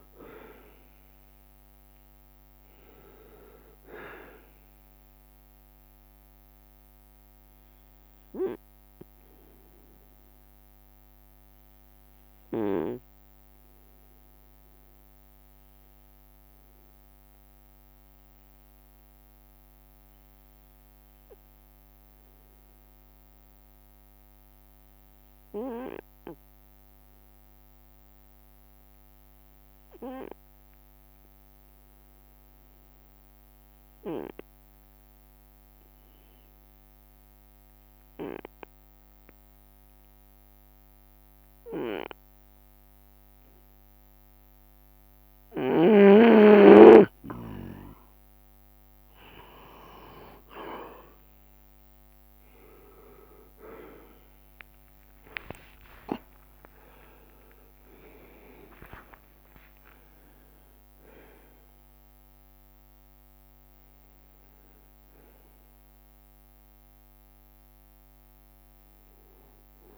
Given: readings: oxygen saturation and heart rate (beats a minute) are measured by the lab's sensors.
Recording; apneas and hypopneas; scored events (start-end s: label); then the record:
breathing in sleep by a microphone on the trachea; 1
0.00-2.50 s: leg movement (device-marked)
0.00-24.00 s: oxygen desaturation (device-marked, oxygen 91% lowest)
0.00-69.98 s: bradycardia (device-marked)
5.50-7.50 s: long interval between heartbeats (device-marked)
5.50-47.00 s: obstructive apnea (oxygen 98% before, 90% lowest)
12.50-14.50 s: long interval between heartbeats (device-marked)
13.00-16.00 s: leg movement (device-marked)
18.00-25.00 s: drop in pulse transit time (device-marked)
19.50-21.50 s: long interval between heartbeats (device-marked)
27.00-29.00 s: long interval between heartbeats (device-marked)
28.00-30.00 s: leg movement (device-marked)
33.50-35.50 s: long interval between heartbeats (device-marked)
36.00-37.00 s: leg movement (device-marked)
41.00-47.00 s: drop in pulse transit time (device-marked)
42.00-52.50 s: leg movement (device-marked)
43.00-69.98 s: oxygen desaturation (device-marked, oxygen 98% before, 90% lowest)
47.00-49.00 s: long interval between heartbeats (device-marked)
52.50-62.50 s: leg movement (device-marked)
54.50-59.00 s: arousal
55.50-57.50 s: long interval between heartbeats (device-marked)
58.50-60.50 s: long interval between heartbeats (device-marked)
62.00 s: drop in pulse transit time (device-marked)
From the record:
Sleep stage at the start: N2 (light sleep); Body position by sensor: on the right side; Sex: male